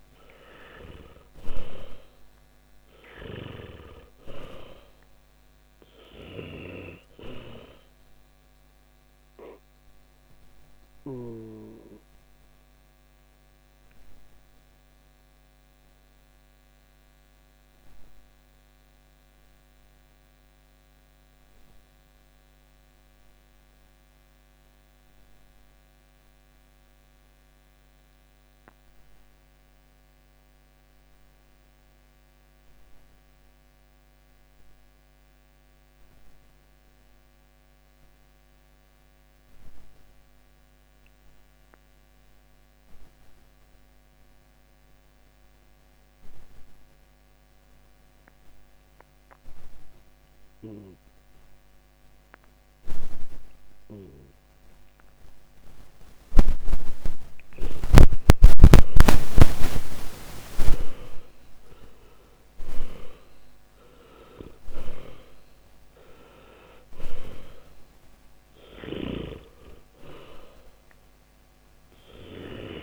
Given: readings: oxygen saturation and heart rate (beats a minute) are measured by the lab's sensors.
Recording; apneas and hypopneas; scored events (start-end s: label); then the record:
breathing in sleep by a microphone on the trachea; 1
0.50-5.00 s: arousal
9.00-55.50 s: obstructive apnea (oxygen 98% before, 78% lowest, heart rate 58 before, 49 extreme, up 17 after)
28.00-42.00 s: oxygen desaturation (device-marked, oxygen 97% before, 89% lowest, heart rate 52 before, 52 extreme)
57.00-61.00 s: arousal
65.00-72.83 s: oxygen desaturation (device-marked, oxygen 96% before, 78% lowest, heart rate 58 before, 51 extreme)
From the record:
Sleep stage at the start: N2 (light sleep); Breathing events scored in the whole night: 168 in 3.0 hours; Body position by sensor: on the back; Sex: male